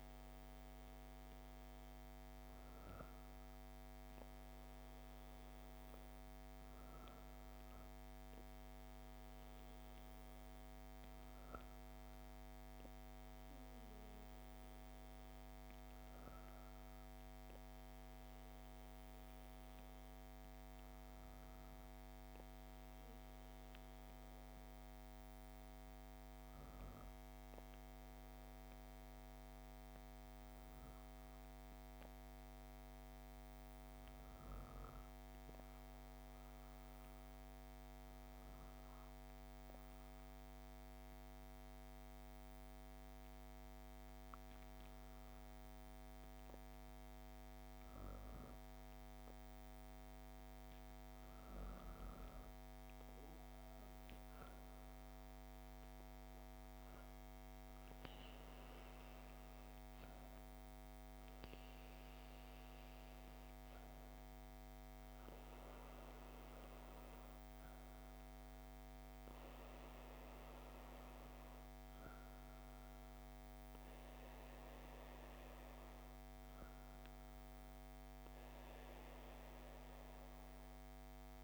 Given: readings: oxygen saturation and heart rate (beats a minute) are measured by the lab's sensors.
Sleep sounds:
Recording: breathing in sleep, hard to hear, by a microphone on the trachea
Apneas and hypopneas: 1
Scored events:
26.50-46.00 s: hypopnea (oxygen 97% before, 95% lowest, heart rate 64 before, 56 extreme, up 5 after)
52.50-58.00 s: arousal
67.00-81.44 s: new sleep stage, N2 (light sleep)
From the record:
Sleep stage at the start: REM sleep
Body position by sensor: on the back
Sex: female

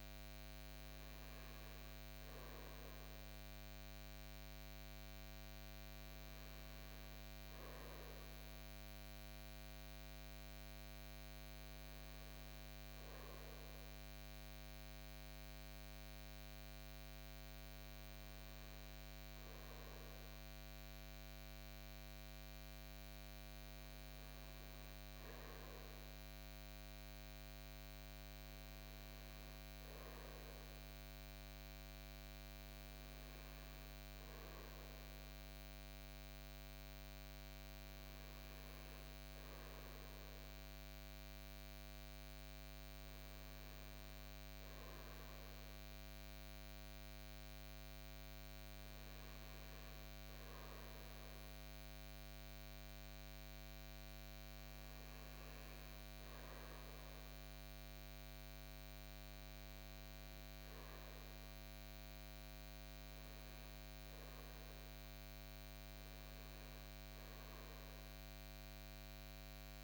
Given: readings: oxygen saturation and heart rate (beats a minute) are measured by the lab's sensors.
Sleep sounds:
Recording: breathing in sleep, hard to hear, by a microphone on the trachea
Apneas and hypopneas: none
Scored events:
none scored
From the record:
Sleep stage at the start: REM sleep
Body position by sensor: on the front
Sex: male

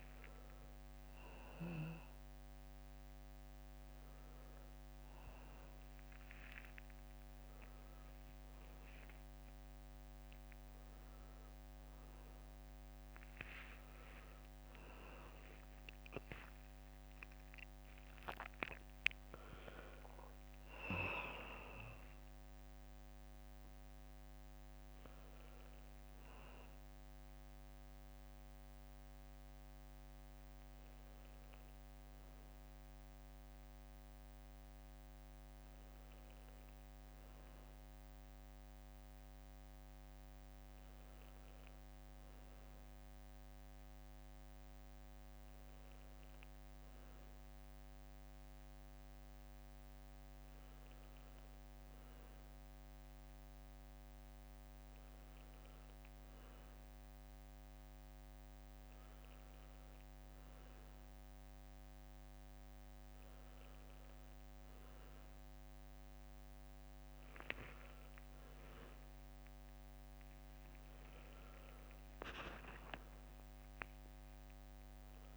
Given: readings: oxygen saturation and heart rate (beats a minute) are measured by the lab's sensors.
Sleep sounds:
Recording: a person awake in a sleep study, by a microphone on the trachea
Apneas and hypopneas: none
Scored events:
none scored
From the record:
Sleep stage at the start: awake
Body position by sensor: on the right side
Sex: male

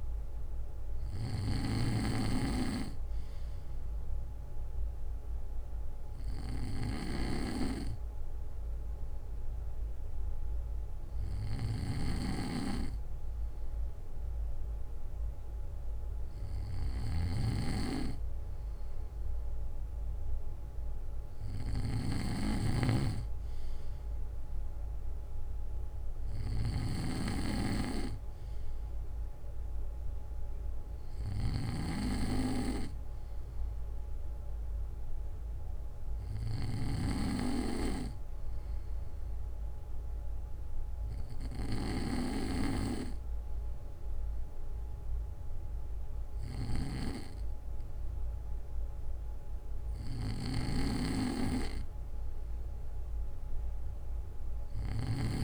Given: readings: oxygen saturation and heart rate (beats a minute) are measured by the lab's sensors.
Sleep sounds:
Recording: breathing in sleep by a room microphone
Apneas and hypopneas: none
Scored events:
0.00-2.00 s: snoring (device-marked)
11.50-42.50 s: snoring (device-marked)
50.00-55.44 s: snoring (device-marked)
From the record:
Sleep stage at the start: N2 (light sleep)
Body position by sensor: on the back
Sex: male

